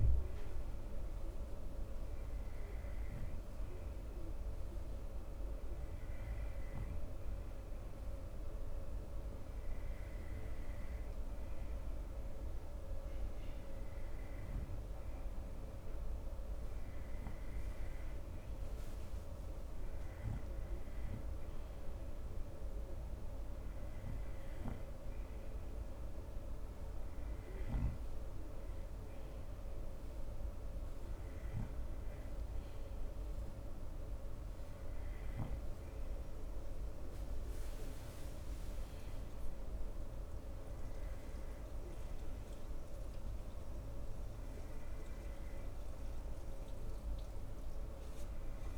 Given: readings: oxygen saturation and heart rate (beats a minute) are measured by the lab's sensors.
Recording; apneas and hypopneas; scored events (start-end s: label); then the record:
breathing in sleep, hard to hear, by a room microphone; none
none scored
From the record:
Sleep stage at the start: N2 (light sleep); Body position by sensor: on the front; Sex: male